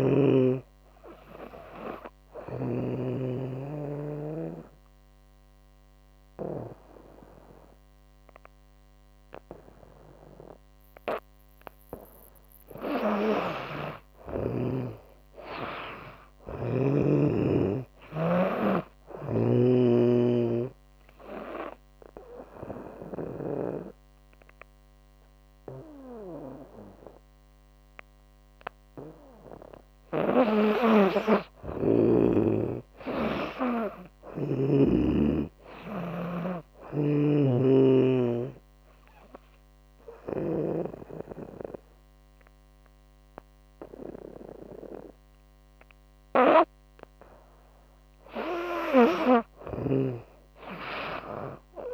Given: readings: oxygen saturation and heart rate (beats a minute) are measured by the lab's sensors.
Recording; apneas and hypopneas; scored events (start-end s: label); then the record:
breathing in sleep by a microphone on the trachea; 3
0.00-2.00 s: snoring (device-marked)
1.50-12.00 s: obstructive apnea (oxygen 98% before, 94% lowest, heart rate 73 before, 68 extreme, up 12 after)
13.50-16.50 s: arousal
18.50-22.50 s: snoring (device-marked)
19.50-30.00 s: obstructive apnea (oxygen 99% before, 94% lowest, heart rate 74 before, 70 extreme, up 9 after)
19.50-30.50 s: oxygen desaturation (device-marked, oxygen 99% before, 95% lowest, heart rate 74 before, 70 extreme)
32.50-35.00 s: arousal
36.50-40.00 s: snoring (device-marked)
37.00-47.50 s: obstructive apnea (oxygen 99% before, 94% lowest, heart rate 77 before, 70 extreme, up 15 after)
49.50-51.93 s: arousal
From the record:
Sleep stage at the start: N2 (light sleep); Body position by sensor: on the back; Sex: female